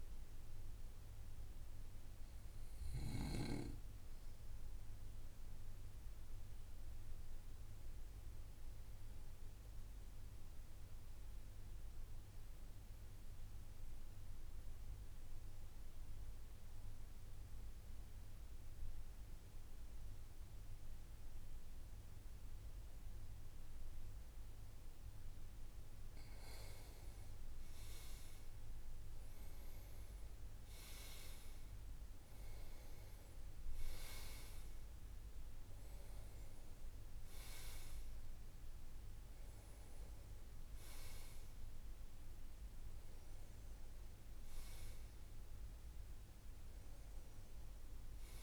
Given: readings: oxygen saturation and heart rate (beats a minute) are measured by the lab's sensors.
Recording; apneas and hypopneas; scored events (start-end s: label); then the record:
breathing in sleep by a room microphone; 1
1.50-25.00 s: obstructive apnea (oxygen 97% before, 90% lowest, heart rate 57 before, 54 extreme, up 5 after)
23.50-48.43 s: oxygen desaturation (device-marked, oxygen 95% before, 90% lowest, heart rate 56 before, 54 extreme)
26.50-31.00 s: arousal
From the record:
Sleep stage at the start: REM sleep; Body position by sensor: on the right side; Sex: male